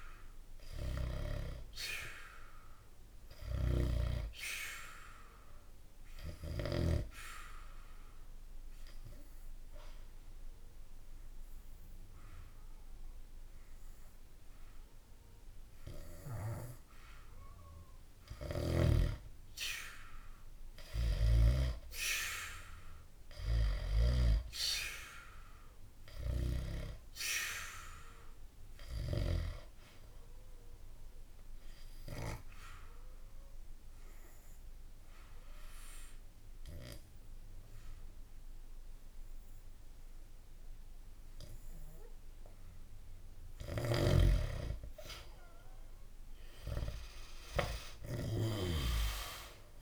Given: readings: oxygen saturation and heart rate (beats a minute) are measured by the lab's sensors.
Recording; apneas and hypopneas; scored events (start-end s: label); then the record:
breathing in sleep by a room microphone; 2
0.00-6.50 s: snoring (device-marked)
5.50-18.00 s: obstructive apnea (oxygen 97% before, 91% lowest, heart rate 67 before, 66 extreme, up 11 after)
5.50-18.50 s: oxygen desaturation (device-marked, oxygen 97% before, 93% lowest, heart rate 67 before, 66 extreme)
21.00-25.50 s: arousal
29.50-44.50 s: oxygen desaturation (device-marked, oxygen 95% before, 92% lowest, heart rate 69 before, 66 extreme)
31.00-43.50 s: obstructive apnea (oxygen 97% before, 91% lowest, heart rate 69 before, 66 extreme, up 10 after)
43.50-48.00 s: snoring (device-marked)
46.00-49.82 s: arousal
From the record:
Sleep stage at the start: N2 (light sleep); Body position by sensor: on the back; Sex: male